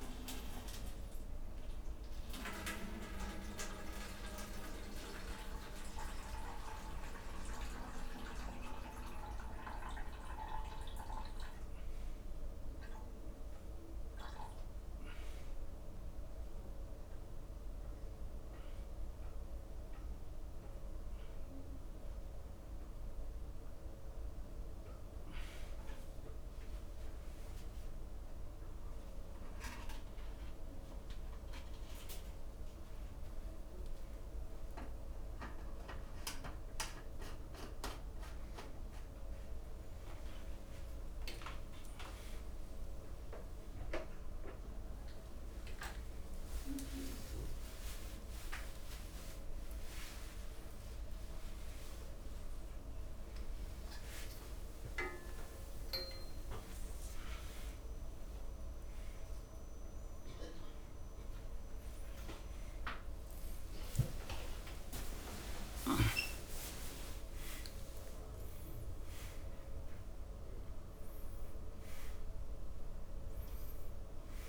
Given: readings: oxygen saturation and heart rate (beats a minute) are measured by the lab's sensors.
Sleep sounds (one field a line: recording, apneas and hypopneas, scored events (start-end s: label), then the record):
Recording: a person awake in a sleep study, by a room microphone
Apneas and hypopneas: none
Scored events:
43.00-45.00 s: long interval between heartbeats (device-marked, heart rate 109 before, 113 extreme)
51.50-53.50 s: long interval between heartbeats (device-marked, heart rate 107 before, 105 extreme)
54.50-56.50 s: long interval between heartbeats (device-marked, heart rate 108 before, 122 extreme)
56.50-58.50 s: long interval between heartbeats (device-marked, heart rate 109 before, 114 extreme)
64.00-66.00 s: long interval between heartbeats (device-marked, heart rate 102 before, 66 extreme)
From the record:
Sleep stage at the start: awake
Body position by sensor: upright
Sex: male